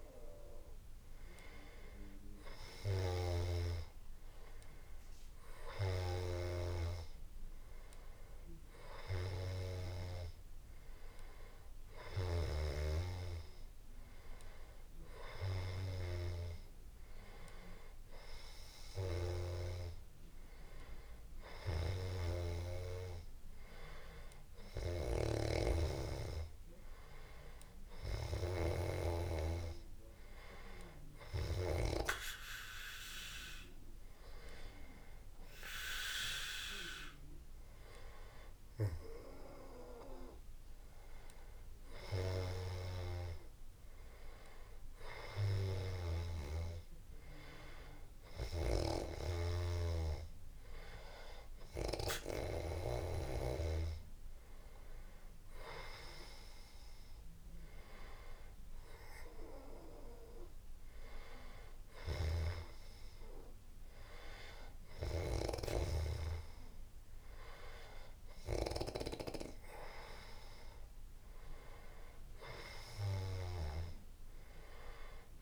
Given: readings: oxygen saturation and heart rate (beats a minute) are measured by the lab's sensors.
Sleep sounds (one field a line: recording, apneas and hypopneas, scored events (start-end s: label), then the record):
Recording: breathing in sleep by a room microphone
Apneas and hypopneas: none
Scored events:
none scored
From the record:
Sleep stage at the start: N2 (light sleep)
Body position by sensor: on the back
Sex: male